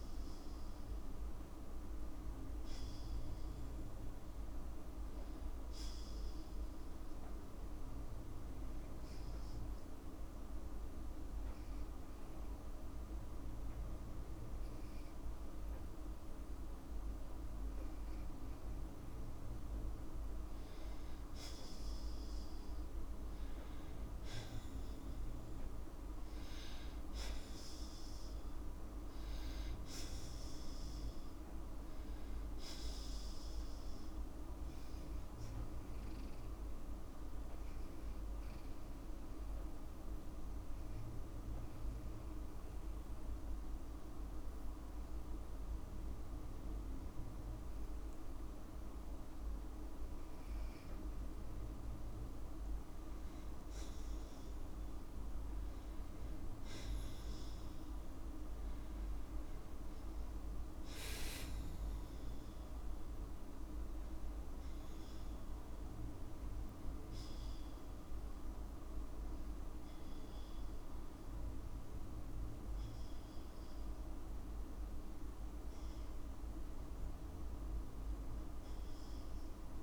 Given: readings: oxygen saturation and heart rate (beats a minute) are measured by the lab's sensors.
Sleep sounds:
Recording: breathing in sleep, hard to hear, by a room microphone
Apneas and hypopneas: 2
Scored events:
0.00-2.50 s: arousal
0.00-4.00 s: oxygen desaturation (device-marked, oxygen 92% lowest, heart rate 54 extreme)
4.50-16.50 s: hypopnea (oxygen 95% before, 92% lowest, heart rate 56 before, 54 extreme, up 1 after)
19.50-23.50 s: arousal
28.00-50.00 s: oxygen desaturation (device-marked, oxygen 96% before, 92% lowest, heart rate 55 before, 54 extreme)
37.50-49.50 s: obstructive apnea (oxygen 97% before, 92% lowest, heart rate 56 before, 54 extreme, up 5 after)
53.00-56.50 s: arousal
From the record:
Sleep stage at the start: N2 (light sleep)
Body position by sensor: on the back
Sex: female

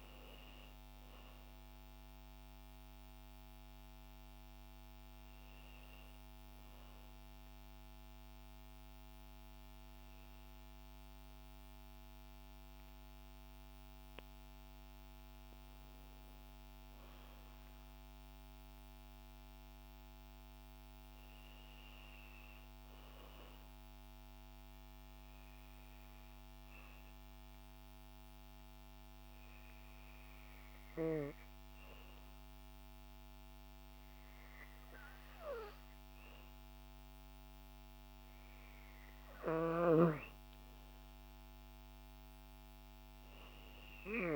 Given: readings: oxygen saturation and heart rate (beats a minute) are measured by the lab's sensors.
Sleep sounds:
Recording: breathing in sleep, hard to hear, by a microphone on the trachea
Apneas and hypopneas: 1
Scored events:
0.00-15.00 s: oxygen desaturation (device-marked, oxygen 90% lowest, heart rate 53 extreme)
22.50-38.50 s: hypopnea (oxygen 97% before, 90% lowest, heart rate 57 before, 54 extreme, up 2 after)
39.50-44.36 s: snoring (device-marked)
40.50-44.00 s: arousal
42.00-44.36 s: oxygen desaturation (device-marked, oxygen 94% before, 90% lowest, heart rate 59 before, 53 extreme)
From the record:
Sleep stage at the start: N2 (light sleep)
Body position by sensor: on the back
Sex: female

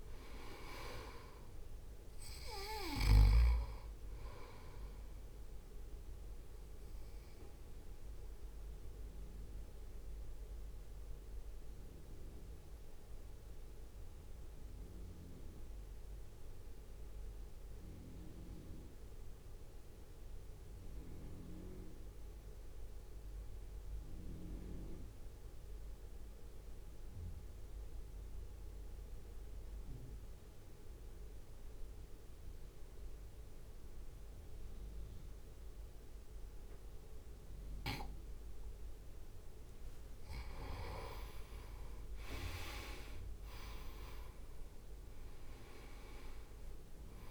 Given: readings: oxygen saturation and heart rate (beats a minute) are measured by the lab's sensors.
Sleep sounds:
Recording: breathing in sleep by a room microphone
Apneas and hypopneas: 1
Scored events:
0.00-13.50 s: drop in pulse transit time (device-marked, heart rate 53 extreme)
0.00-28.50 s: oxygen desaturation (device-marked, oxygen 86% lowest, heart rate 53 extreme)
7.50-38.00 s: mixed apnea (oxygen 97% before, 86% lowest, heart rate 59 before, 54 extreme, up 3 after)
37.50-47.31 s: oxygen desaturation (device-marked, oxygen 98% before, 87% lowest, heart rate 62 before, 54 extreme)
42.50-47.00 s: arousal
44.50-47.31 s: drop in pulse transit time (device-marked, heart rate 63 before, 54 extreme)
From the record:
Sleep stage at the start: N2 (light sleep)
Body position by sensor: on the right side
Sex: male

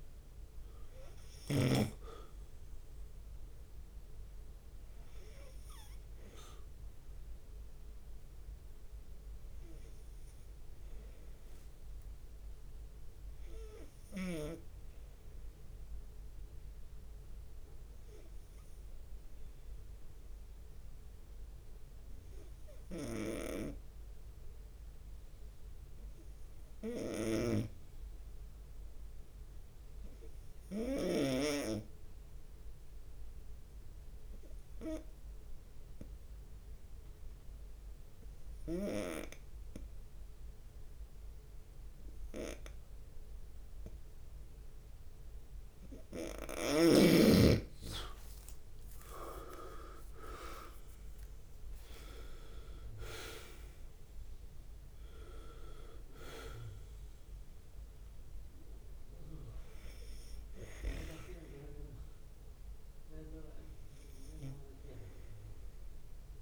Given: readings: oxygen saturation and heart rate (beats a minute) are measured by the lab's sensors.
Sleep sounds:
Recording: breathing in sleep by a room microphone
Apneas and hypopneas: 1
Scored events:
0.00-6.50 s: drop in pulse transit time (device-marked, heart rate 65 extreme)
0.00-16.50 s: oxygen desaturation (device-marked, oxygen 93% lowest, heart rate 62 extreme)
12.50-46.50 s: obstructive apnea (oxygen 98% before, 89% lowest, heart rate 67 before, 62 extreme, up 21 after)
13.50-18.00 s: leg movement (device-marked)
23.00-31.50 s: snoring (device-marked)
36.00-38.00 s: long interval between heartbeats (device-marked, heart rate 67 before, 75 extreme)
36.50-66.42 s: oxygen desaturation (device-marked, oxygen 98% before, 89% lowest, heart rate 67 before, 60 extreme)
47.50-54.00 s: leg movement (device-marked)
48.50-50.50 s: long interval between heartbeats (device-marked, heart rate 74 before, 77 extreme)
48.50-52.00 s: arousal
49.50-61.50 s: drop in pulse transit time (device-marked, heart rate 75 before, 66 extreme)
52.00-54.00 s: long interval between heartbeats (device-marked, heart rate 76 before, 87 extreme)
From the record:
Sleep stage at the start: N2 (light sleep)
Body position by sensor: on the right side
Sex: male

